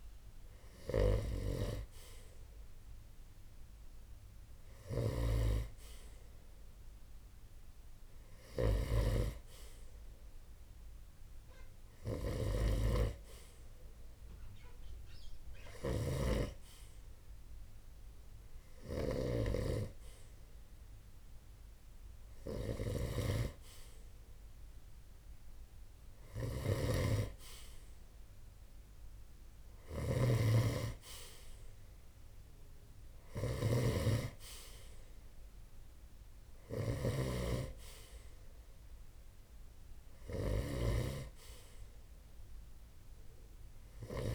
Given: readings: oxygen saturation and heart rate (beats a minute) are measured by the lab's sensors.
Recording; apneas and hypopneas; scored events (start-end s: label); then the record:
breathing in sleep by a room microphone; none
4.00-8.50 s: snoring (device-marked)
15.00-44.35 s: snoring (device-marked)
From the record:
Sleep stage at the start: N2 (light sleep); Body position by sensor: on the right side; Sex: male